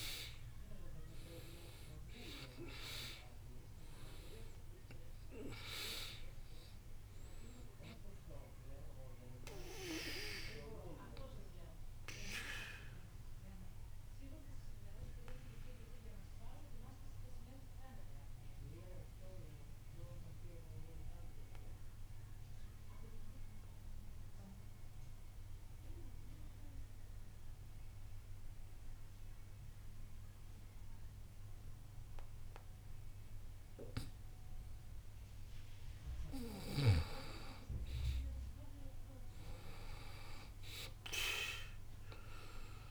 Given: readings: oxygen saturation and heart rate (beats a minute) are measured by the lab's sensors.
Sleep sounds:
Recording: breathing in sleep by a room microphone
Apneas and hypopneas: 1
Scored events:
0.00-17.00 s: oxygen desaturation (device-marked, oxygen 87% lowest, heart rate 61 extreme)
13.00-36.50 s: mixed apnea (oxygen 95% before, 83% lowest, heart rate 62 before, 61 extreme, up 4 after)
38.50-42.91 s: arousal
From the record:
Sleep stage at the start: N2 (light sleep)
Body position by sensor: on the back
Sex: male

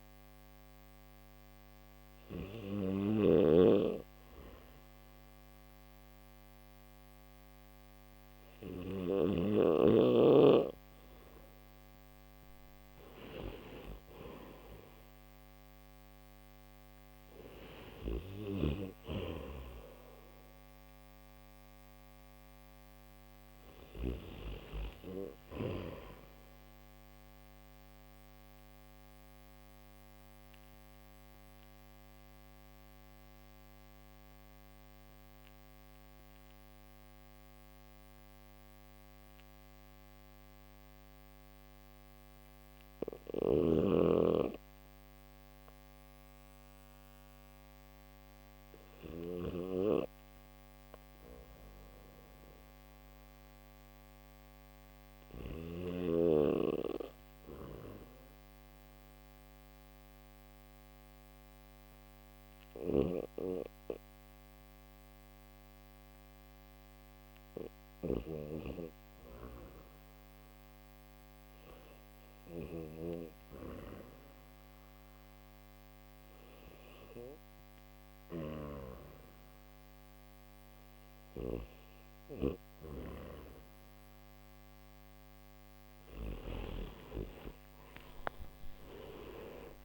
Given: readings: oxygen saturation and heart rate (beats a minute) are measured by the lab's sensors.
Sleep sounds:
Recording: breathing in sleep by a microphone on the trachea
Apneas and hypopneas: none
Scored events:
0.00-9.00 s: snoring (device-marked)
4.00-41.00 s: oxygen desaturation (device-marked, oxygen 95% before, 90% lowest, heart rate 63 before, 60 extreme)
42.50-55.00 s: snoring (device-marked)
62.00-68.00 s: snoring (device-marked)
66.00-84.00 s: oxygen desaturation (device-marked, oxygen 98% before, 92% lowest, heart rate 62 before, 60 extreme)
77.50-86.00 s: snoring (device-marked)
From the record:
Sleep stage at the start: N3 (deep sleep)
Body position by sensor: on the back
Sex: male

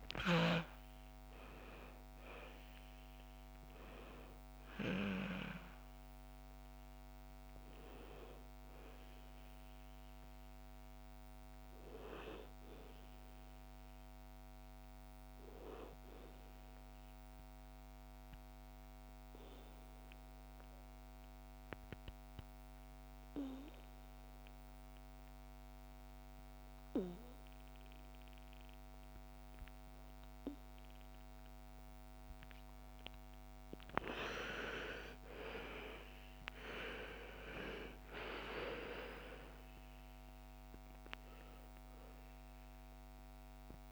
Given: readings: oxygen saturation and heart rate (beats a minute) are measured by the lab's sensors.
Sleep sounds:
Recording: breathing in sleep by a microphone on the trachea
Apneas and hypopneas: 1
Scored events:
0.00-14.50 s: oxygen desaturation (device-marked, oxygen 82% lowest, heart rate 56 extreme)
15.50-32.00 s: obstructive apnea (oxygen 97% before, 85% lowest, heart rate 66 before, 57 extreme, up 14 after)
33.50-43.92 s: oxygen desaturation (device-marked, oxygen 98% before, 85% lowest, heart rate 58 before, 56 extreme)
34.50-38.00 s: arousal
From the record:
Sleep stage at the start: N2 (light sleep)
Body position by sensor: on the back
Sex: female

